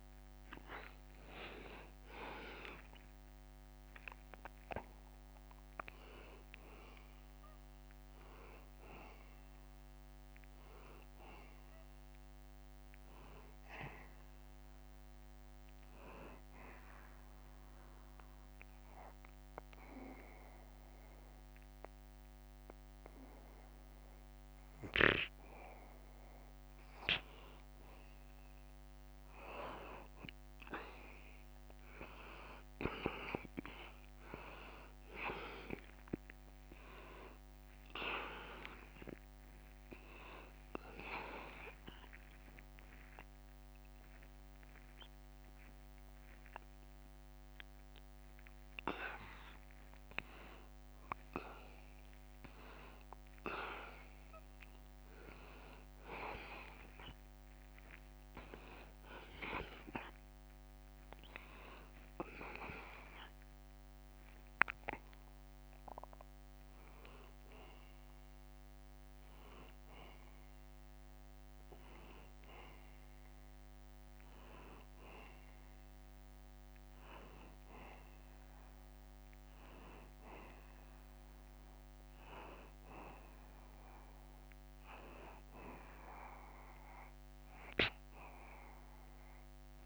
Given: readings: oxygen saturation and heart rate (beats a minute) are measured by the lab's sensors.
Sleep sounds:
breathing in sleep by a microphone on the trachea; 2
0.00-5.00 s: arousal
0.00-17.00 s: oxygen desaturation (device-marked, oxygen 94% before, 90% lowest, heart rate 80 before, 77 extreme)
17.50-28.00 s: obstructive apnea (oxygen 94% before, 90% lowest, heart rate 82 before, 77 extreme, up 0 after)
32.00-36.00 s: arousal
34.00-52.00 s: oxygen desaturation (device-marked, oxygen 94% before, 90% lowest, heart rate 79 before, 80 extreme)
39.00-51.00 s: drop in pulse transit time (device-marked, heart rate 78 before, 80 extreme)
42.00-52.00 s: mixed apnea (oxygen 94% before, 90% lowest, heart rate 78 before, 81 extreme, up 2 after)
54.00-57.50 s: arousal
From the record:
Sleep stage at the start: N2 (light sleep); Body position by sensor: on the back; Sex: male

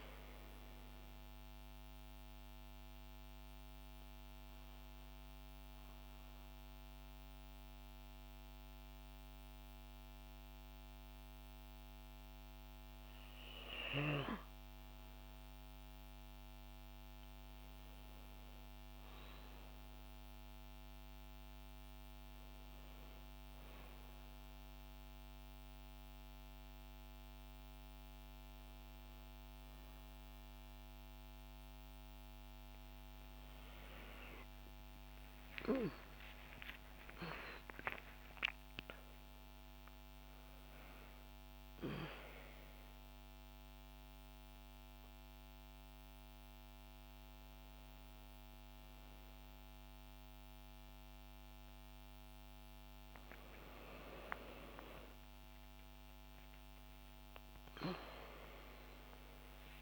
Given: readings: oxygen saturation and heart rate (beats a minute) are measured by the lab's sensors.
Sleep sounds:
breathing in sleep by a microphone on the trachea; 1
2.00-12.00 s: central apnea (oxygen 94% before, 93% lowest, heart rate 79 before, 63 extreme, up 0 after)
14.50-18.00 s: arousal
18.00-26.00 s: oxygen desaturation (device-marked, oxygen 97% before, 94% lowest, heart rate 78 before, 63 extreme)
34.00-39.00 s: arousal
54.50-58.50 s: arousal
From the record:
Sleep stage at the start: N2 (light sleep); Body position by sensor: on the back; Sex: female

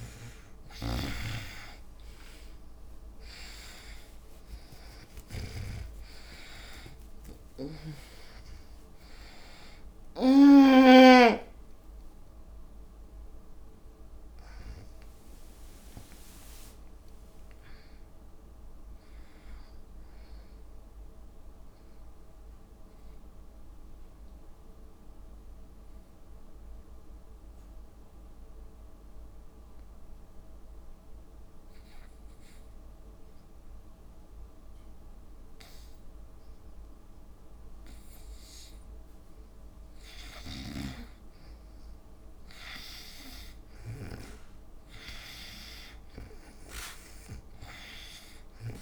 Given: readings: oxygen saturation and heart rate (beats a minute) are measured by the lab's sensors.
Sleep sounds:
breathing in sleep by a room microphone; 1
0.00-26.00 s: oxygen desaturation (device-marked, oxygen 85% lowest, heart rate 59 extreme)
1.00-11.00 s: snoring (device-marked)
1.50-7.50 s: arousal
3.00-10.00 s: tachycardia (device-marked, heart rate 65 before, 138 extreme)
6.50-8.50 s: long interval between heartbeats (device-marked, heart rate 63 before, 118 extreme)
8.00-23.00 s: drop in pulse transit time (device-marked, heart rate 69 before, 68 extreme)
9.50-11.50 s: long interval between heartbeats (device-marked, heart rate 72 before, 138 extreme)
22.50-38.50 s: obstructive apnea (oxygen 96% before, 84% lowest, heart rate 92 before, 55 extreme, up 5 after)
40.50-43.50 s: arousal
40.50-44.00 s: snoring (device-marked)
43.00-48.82 s: oxygen desaturation (device-marked, oxygen 98% before, 84% lowest, heart rate 61 before, 54 extreme)
From the record:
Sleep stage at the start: N2 (light sleep); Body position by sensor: on the back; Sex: female

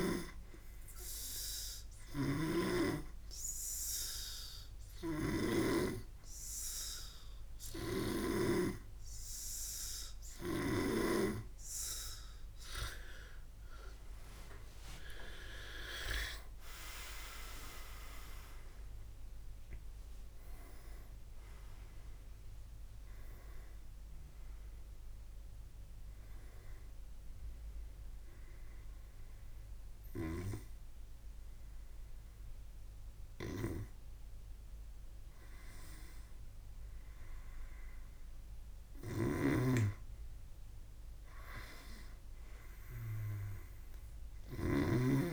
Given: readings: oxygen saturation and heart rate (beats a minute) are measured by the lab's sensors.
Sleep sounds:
breathing in sleep by a room microphone; 2
0.50-12.50 s: obstructive apnea (oxygen 98% before, 94% lowest, heart rate 67 before, 63 extreme, up 27 after)
15.00-19.50 s: arousal
21.50-33.50 s: oxygen desaturation (device-marked, oxygen 98% before, 94% lowest, heart rate 73 before, 64 extreme)
27.00-39.50 s: hypopnea (oxygen 98% before, 94% lowest, heart rate 78 before, 64 extreme, up 4 after)
39.50-45.32 s: snoring (device-marked)
From the record:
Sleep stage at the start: N2 (light sleep); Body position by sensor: on the back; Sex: male

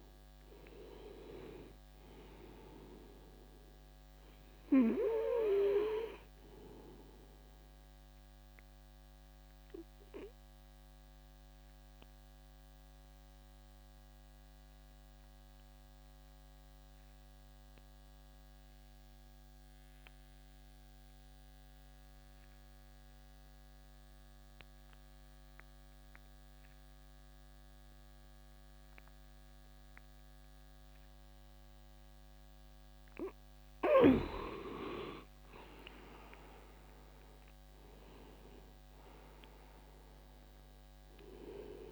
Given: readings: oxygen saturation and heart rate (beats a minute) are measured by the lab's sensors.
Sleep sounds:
breathing in sleep by a microphone on the trachea; 1
2.00-22.00 s: oxygen desaturation (device-marked, oxygen 98% before, 93% lowest, heart rate 68 before, 61 extreme)
10.00-33.50 s: obstructive apnea (oxygen 98% before, 90% lowest, heart rate 66 before, 62 extreme, up 18 after)
34.50-38.00 s: arousal
37.00-41.92 s: oxygen desaturation (device-marked, oxygen 98% before, 90% lowest, heart rate 65 before, 62 extreme)
From the record:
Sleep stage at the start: N2 (light sleep); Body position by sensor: on the back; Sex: male

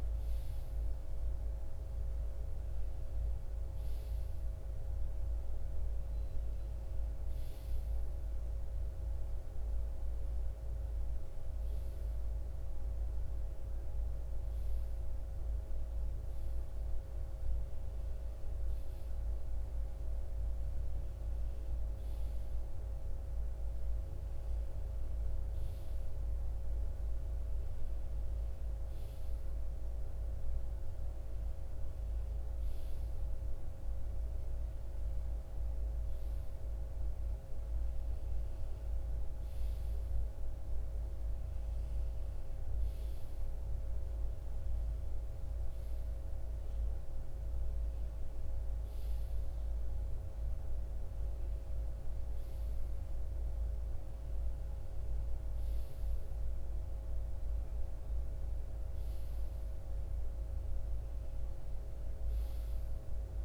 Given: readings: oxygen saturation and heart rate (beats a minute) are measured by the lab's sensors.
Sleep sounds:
breathing in sleep, hard to hear, by a room microphone; none
none scored
From the record:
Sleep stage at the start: REM sleep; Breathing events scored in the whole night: 344 in 6.7 hours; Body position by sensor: on the right side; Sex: male

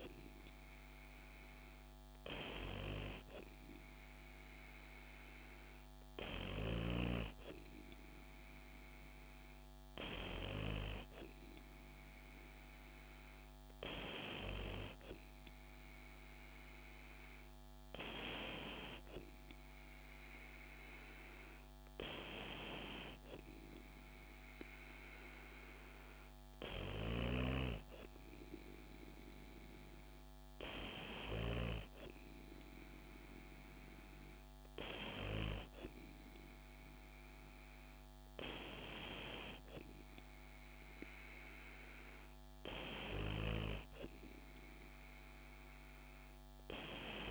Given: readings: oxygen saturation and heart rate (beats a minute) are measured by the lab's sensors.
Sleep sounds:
breathing in sleep by a microphone on the trachea; none
none scored
From the record:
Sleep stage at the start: N2 (light sleep); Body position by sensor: on the back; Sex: female

